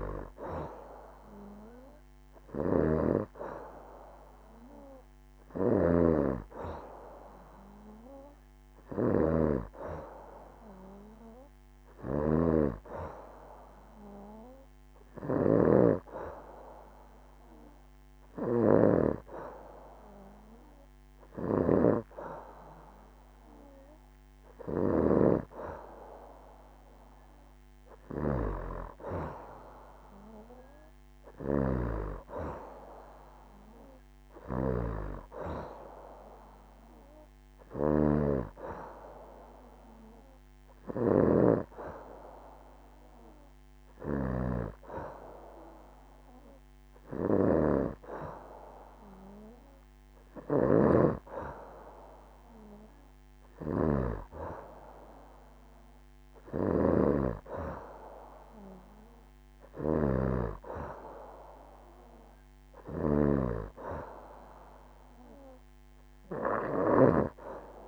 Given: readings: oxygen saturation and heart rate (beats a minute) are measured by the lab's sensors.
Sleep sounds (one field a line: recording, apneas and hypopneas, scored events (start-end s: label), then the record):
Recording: breathing in sleep by a microphone on the trachea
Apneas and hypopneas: none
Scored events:
0.00-34.50 s: snoring (device-marked)
40.50-67.88 s: snoring (device-marked)
From the record:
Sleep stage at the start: N2 (light sleep)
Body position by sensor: on the back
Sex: female